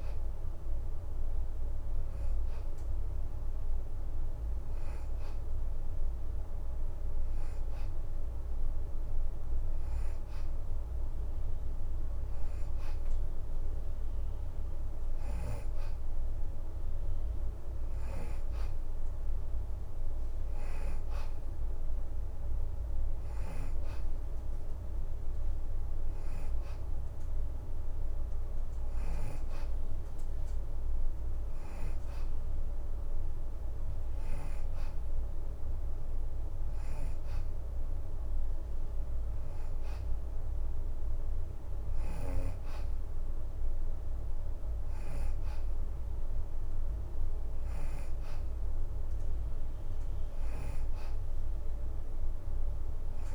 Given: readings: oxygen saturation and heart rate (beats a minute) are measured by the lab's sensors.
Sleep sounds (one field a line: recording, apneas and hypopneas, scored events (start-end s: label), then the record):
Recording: breathing in sleep, hard to hear, by a room microphone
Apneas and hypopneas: none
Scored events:
24.00-34.00 s: oxygen desaturation (device-marked, oxygen 94% before, 88% lowest, heart rate 81 before, 82 extreme)
From the record:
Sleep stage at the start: N2 (light sleep)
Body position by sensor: on the back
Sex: female